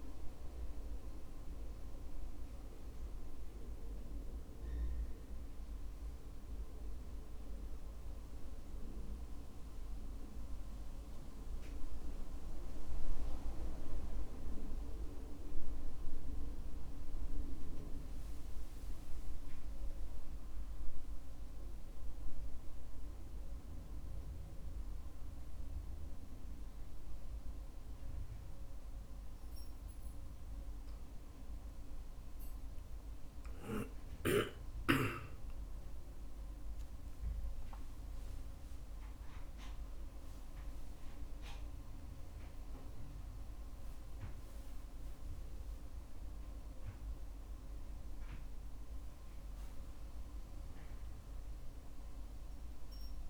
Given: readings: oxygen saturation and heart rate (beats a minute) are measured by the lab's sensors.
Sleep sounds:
a person awake in a sleep study, by a room microphone; none
none scored
From the record:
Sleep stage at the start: awake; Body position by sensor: on the back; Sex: male

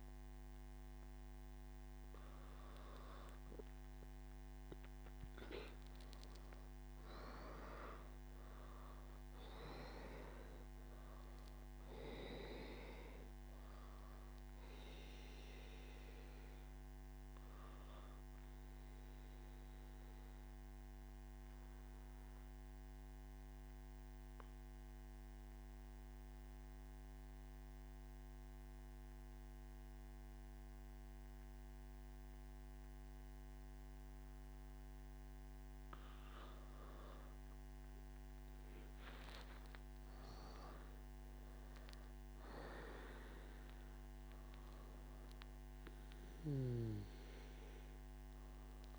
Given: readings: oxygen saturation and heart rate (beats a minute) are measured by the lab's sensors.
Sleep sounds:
breathing in sleep by a microphone on the trachea; none
9.00-48.99 s: new sleep stage, N3 (deep sleep)
41.00-48.99 s: oxygen desaturation (device-marked, oxygen 98% before, 94% lowest, heart rate 121 before, 59 extreme)
From the record:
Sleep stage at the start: N2 (light sleep); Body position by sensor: on the back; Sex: male

